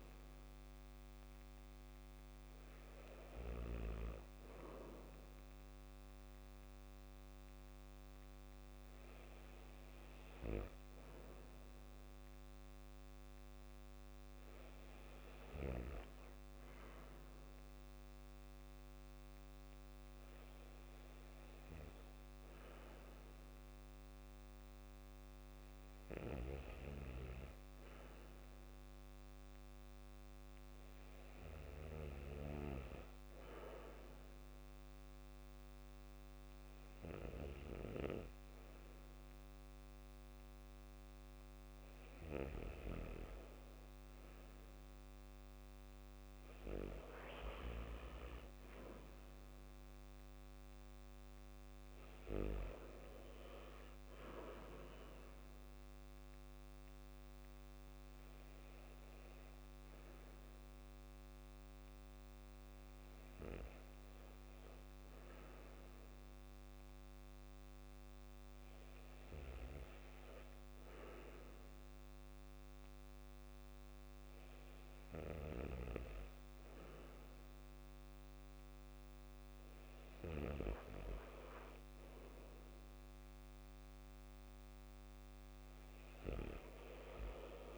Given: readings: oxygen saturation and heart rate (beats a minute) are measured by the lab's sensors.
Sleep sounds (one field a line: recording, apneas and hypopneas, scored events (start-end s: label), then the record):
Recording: breathing in sleep by a microphone on the trachea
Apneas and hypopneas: 2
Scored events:
14.00-17.50 s: arousal
21.00-42.00 s: hypopnea (oxygen 96% before, 93% lowest, heart rate 59 before, 59 extreme, up 6 after)
44.50-49.00 s: arousal
58.50-79.00 s: hypopnea (oxygen 96% before, 92% lowest, heart rate 62 before, 58 extreme, up 3 after)
82.50-87.50 s: arousal
From the record:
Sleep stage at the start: REM sleep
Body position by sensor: on the back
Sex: male